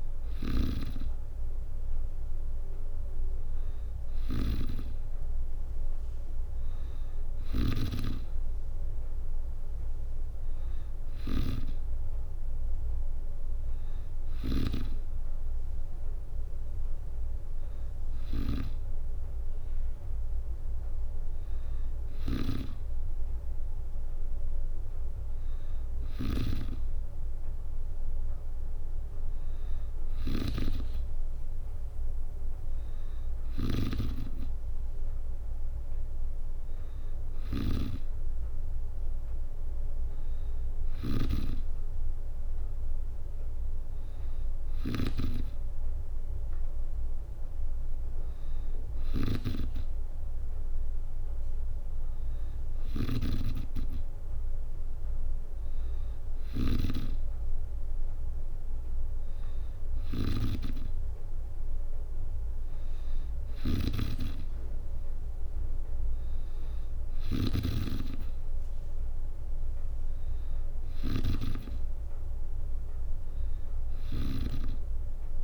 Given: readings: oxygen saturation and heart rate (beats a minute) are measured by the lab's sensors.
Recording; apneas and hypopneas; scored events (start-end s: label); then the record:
breathing in sleep by a room microphone; none
0.00-75.44 s: snoring (device-marked)
From the record:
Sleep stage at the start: N2 (light sleep); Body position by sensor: on the back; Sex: female